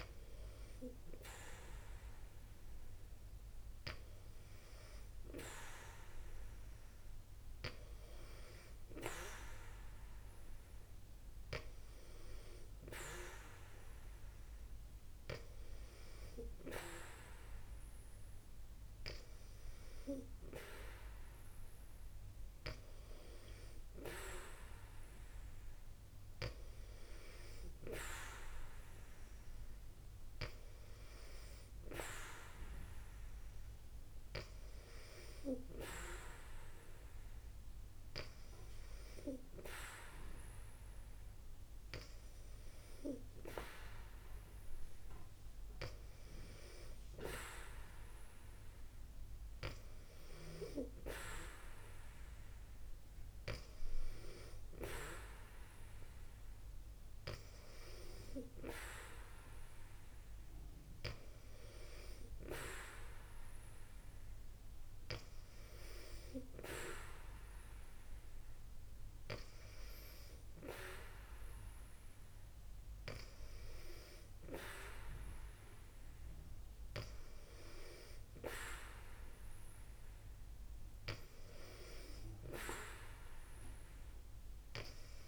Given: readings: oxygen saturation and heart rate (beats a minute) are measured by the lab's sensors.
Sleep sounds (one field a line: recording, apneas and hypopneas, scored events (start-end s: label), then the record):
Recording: breathing in sleep by a room microphone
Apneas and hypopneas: none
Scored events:
none scored
From the record:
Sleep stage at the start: N2 (light sleep)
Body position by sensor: on the back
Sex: female